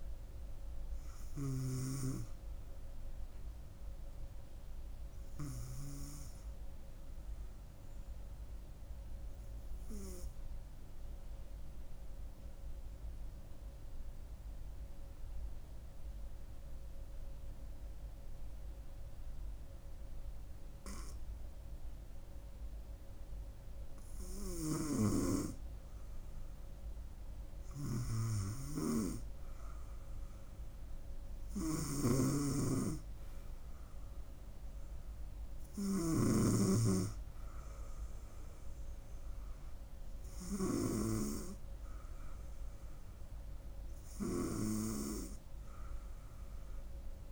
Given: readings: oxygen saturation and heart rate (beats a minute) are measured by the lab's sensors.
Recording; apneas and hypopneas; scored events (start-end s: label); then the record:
breathing in sleep by a room microphone; 1
11.50-24.50 s: obstructive apnea (oxygen 97% before, 94% lowest, heart rate 70 before, 67 extreme, up 6 after)
26.00-29.00 s: arousal
From the record:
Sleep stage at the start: N2 (light sleep); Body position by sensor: on the front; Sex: female